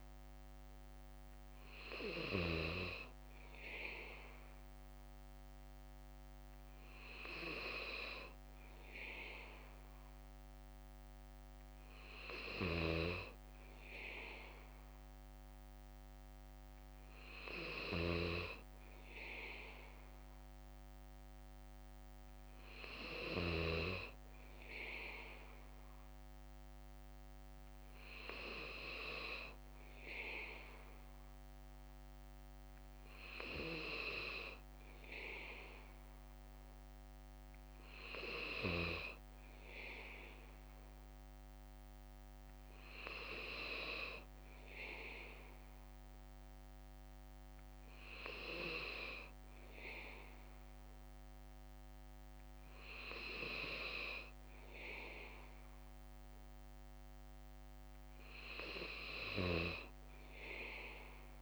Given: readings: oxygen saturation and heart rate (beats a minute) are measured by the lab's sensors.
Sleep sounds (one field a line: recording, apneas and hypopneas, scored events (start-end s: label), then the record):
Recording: breathing in sleep by a microphone on the trachea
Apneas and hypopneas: none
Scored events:
1.50-12.50 s: bradycardia (device-marked, heart rate 59 before, 58 extreme)
From the record:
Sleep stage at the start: N3 (deep sleep)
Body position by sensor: on the back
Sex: male